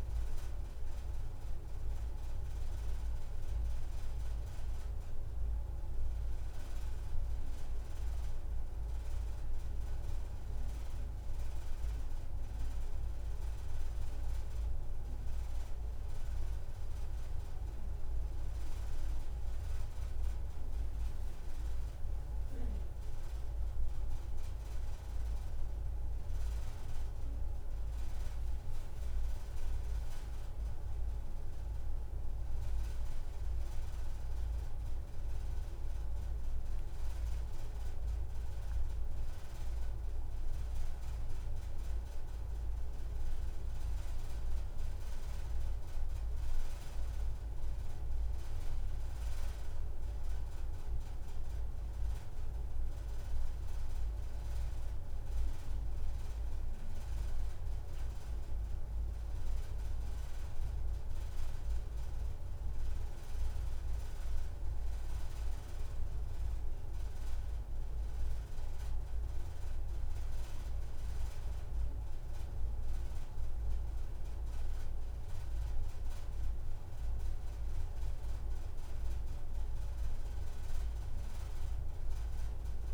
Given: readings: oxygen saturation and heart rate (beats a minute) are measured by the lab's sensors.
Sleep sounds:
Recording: breathing in sleep, hard to hear, by a room microphone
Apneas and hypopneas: none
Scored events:
0.00-1.50 s: long interval between heartbeats (device-marked, heart rate 102 extreme)
2.00-4.00 s: long interval between heartbeats (device-marked, heart rate 70 before, 107 extreme)
14.00-16.00 s: long interval between heartbeats (device-marked, heart rate 103 before, 35 extreme)
17.00-19.00 s: long interval between heartbeats (device-marked, heart rate 92 before, 50 extreme)
19.50-23.00 s: arousal
20.50-22.50 s: long interval between heartbeats (device-marked, heart rate 89 before, 121 extreme)
23.00-25.00 s: long interval between heartbeats (device-marked, heart rate 91 before, 130 extreme)
25.00-82.94 s: new sleep stage, N2 (light sleep)
29.50-31.50 s: long interval between heartbeats (device-marked, heart rate 94 before, 27 extreme)
33.00-35.00 s: long interval between heartbeats (device-marked, heart rate 79 before, 56 extreme)
35.50-37.50 s: long interval between heartbeats (device-marked, heart rate 85 before, 134 extreme)
44.50-46.50 s: long interval between heartbeats (device-marked, heart rate 87 before, 86 extreme)
69.50-71.50 s: long interval between heartbeats (device-marked, heart rate 90 before, 40 extreme)
From the record:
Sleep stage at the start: N1 (lightest sleep)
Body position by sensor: on the back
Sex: female

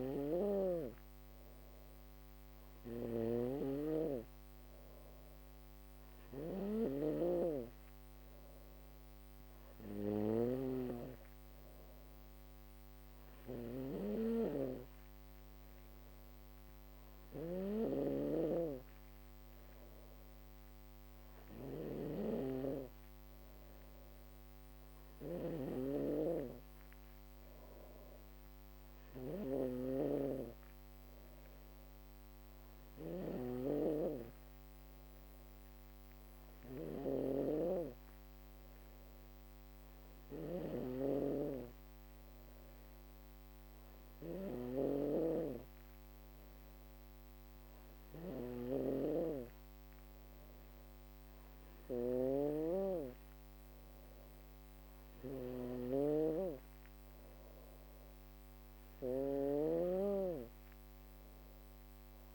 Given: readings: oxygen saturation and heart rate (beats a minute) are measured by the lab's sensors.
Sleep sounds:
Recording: breathing in sleep by a microphone on the trachea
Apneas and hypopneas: none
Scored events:
0.00-7.50 s: drop in pulse transit time (device-marked, heart rate 59 extreme)
0.00-62.34 s: snoring (device-marked)
40.50-52.50 s: drop in pulse transit time (device-marked, heart rate 60 before, 60 extreme)
From the record:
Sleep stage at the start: N2 (light sleep)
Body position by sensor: on the back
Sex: female

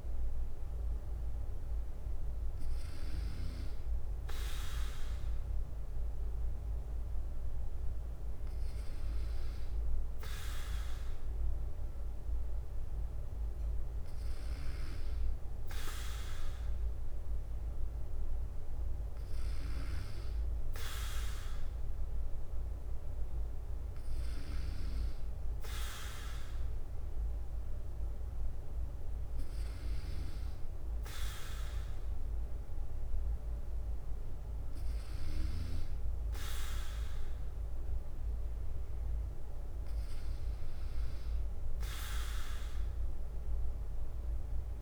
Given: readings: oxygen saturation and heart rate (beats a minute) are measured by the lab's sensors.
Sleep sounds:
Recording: breathing in sleep by a room microphone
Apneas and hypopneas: none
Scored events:
0.00-30.00 s: bradycardia (device-marked, heart rate 55 extreme)
35.00-44.82 s: bradycardia (device-marked, heart rate 58 before, 58 extreme)
From the record:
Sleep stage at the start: N2 (light sleep)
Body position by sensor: on the back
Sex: male

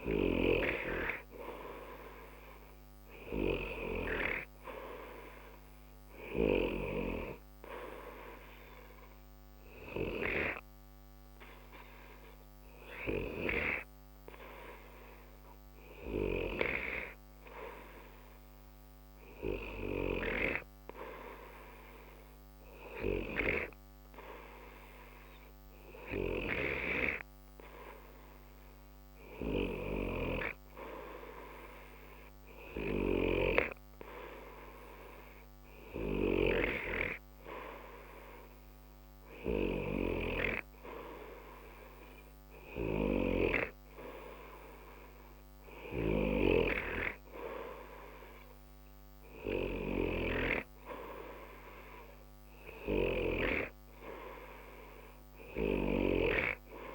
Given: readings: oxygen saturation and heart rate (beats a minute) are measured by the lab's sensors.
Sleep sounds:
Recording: breathing in sleep by a microphone on the trachea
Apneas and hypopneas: 1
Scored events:
5.50-8.50 s: arousal
11.50-22.50 s: hypopnea (oxygen 93% before, 92% lowest, heart rate 60 before, 60 extreme, up 0 after)
25.00-28.50 s: arousal
From the record:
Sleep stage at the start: N2 (light sleep)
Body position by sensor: on the right side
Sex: male

